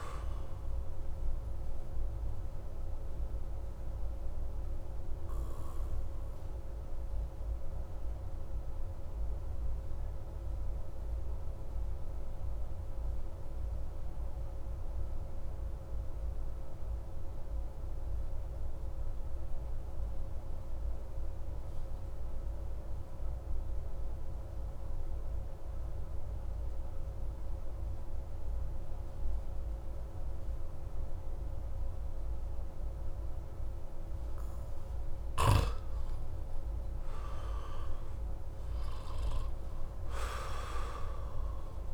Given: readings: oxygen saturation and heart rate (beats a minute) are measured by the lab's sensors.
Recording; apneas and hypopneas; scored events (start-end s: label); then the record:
breathing in sleep, hard to hear, by a room microphone; 1
0.00-3.00 s: arousal
5.50-26.50 s: oxygen desaturation (device-marked, oxygen 96% before, 91% lowest, heart rate 32 before, 27 extreme)
6.50-34.50 s: obstructive apnea (oxygen 97% before, 89% lowest, heart rate 31 before, 27 extreme, up 17 after)
38.00-41.94 s: arousal
From the record:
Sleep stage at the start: N2 (light sleep); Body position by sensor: on the back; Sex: male